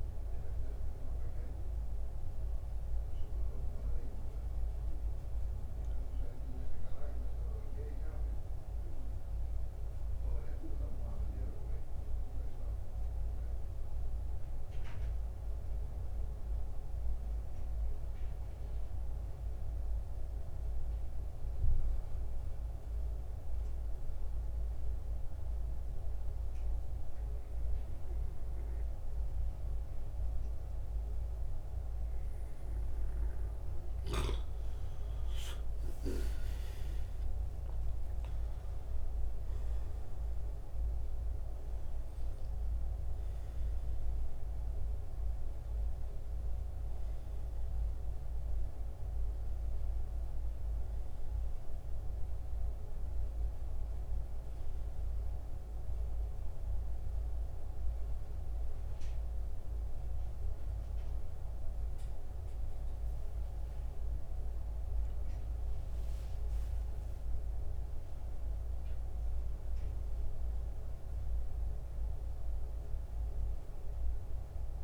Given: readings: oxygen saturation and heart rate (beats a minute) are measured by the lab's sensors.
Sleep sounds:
breathing in sleep, hard to hear, by a room microphone; 1
15.00-32.50 s: mixed apnea (oxygen 98% before, 86% lowest, heart rate 73 before, 66 extreme, up 13 after)
21.50-39.50 s: oxygen desaturation (device-marked, oxygen 95% before, 91% lowest, heart rate 72 before, 66 extreme)
34.00-38.50 s: arousal
44.50-67.50 s: oxygen desaturation (device-marked, oxygen 92% before, 86% lowest, heart rate 72 before, 72 extreme)
From the record:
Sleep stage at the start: REM sleep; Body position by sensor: on the back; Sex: male

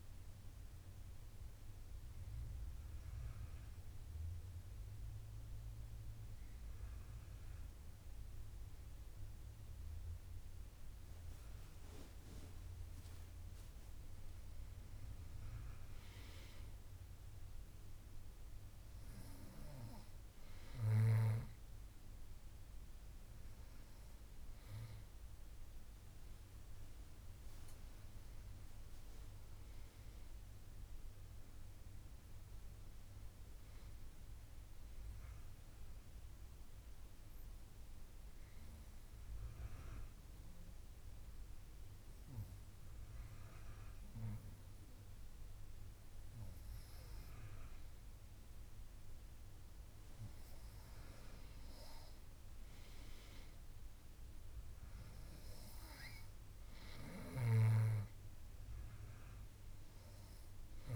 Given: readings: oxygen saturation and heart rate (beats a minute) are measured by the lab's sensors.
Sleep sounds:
breathing in sleep by a room microphone; 2
0.00-12.50 s: oxygen desaturation (device-marked, oxygen 93% lowest, heart rate 68 extreme)
1.00-12.00 s: obstructive apnea (oxygen 98% before, 93% lowest, heart rate 71 before, 68 extreme, up 13 after)
15.00-20.00 s: arousal
33.50-48.50 s: obstructive apnea (oxygen 97% before, 93% lowest, heart rate 74 before, 66 extreme, up 8 after)
50.50-54.00 s: arousal
56.50-60.96 s: oxygen desaturation (device-marked, oxygen 96% before, 93% lowest, heart rate 69 before, 66 extreme)
From the record:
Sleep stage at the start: N2 (light sleep); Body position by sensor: on the back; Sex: female

